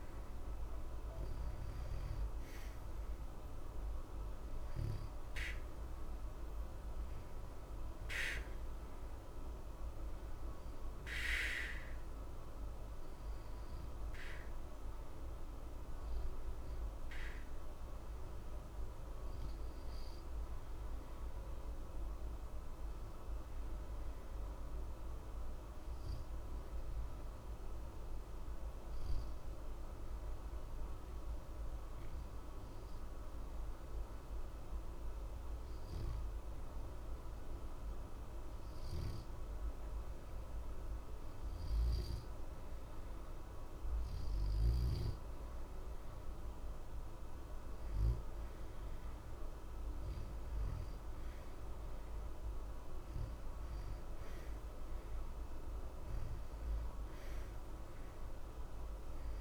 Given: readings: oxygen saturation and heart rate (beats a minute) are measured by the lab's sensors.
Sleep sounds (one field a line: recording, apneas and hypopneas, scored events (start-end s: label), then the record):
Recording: breathing in sleep, hard to hear, by a room microphone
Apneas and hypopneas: 1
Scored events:
14.50-37.50 s: oxygen desaturation (device-marked, oxygen 91% before, 87% lowest, heart rate 60 before, 60 extreme)
24.50-41.00 s: obstructive apnea (oxygen 93% before, 87% lowest, heart rate 60 before, 60 extreme, up 0 after)
43.00-47.00 s: arousal
57.50-59.41 s: oxygen desaturation (device-marked, oxygen 92% before, 88% lowest, heart rate 60 before, 60 extreme)
From the record:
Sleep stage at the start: N2 (light sleep)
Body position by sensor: on the back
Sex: male